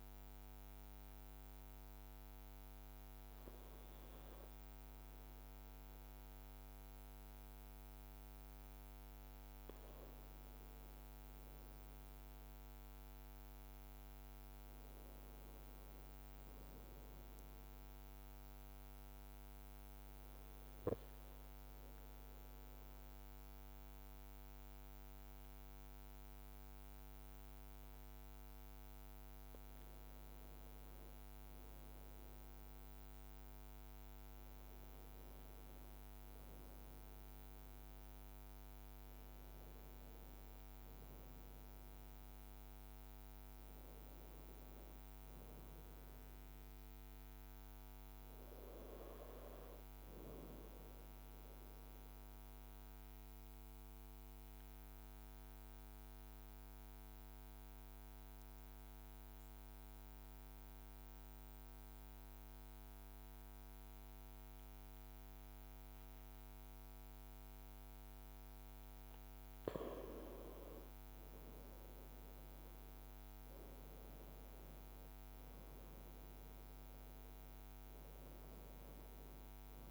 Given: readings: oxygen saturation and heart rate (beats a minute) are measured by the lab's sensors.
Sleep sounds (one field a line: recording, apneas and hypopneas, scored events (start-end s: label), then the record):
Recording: breathing in sleep, hard to hear, by a microphone on the trachea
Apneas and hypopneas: 2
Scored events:
17.00-29.00 s: obstructive apnea (oxygen 99% before, 95% lowest, heart rate 55 before, 54 extreme, up 2 after)
20.50-79.91 s: new sleep stage, N2 (light sleep)
31.50-35.50 s: arousal
51.50-68.50 s: obstructive apnea (oxygen 97% before, 95% lowest, heart rate 56 before, 53 extreme, up 2 after)
71.00-75.50 s: arousal
75.50-77.00 s: leg movement (device-marked)
From the record:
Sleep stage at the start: N1 (lightest sleep)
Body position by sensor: on the right side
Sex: male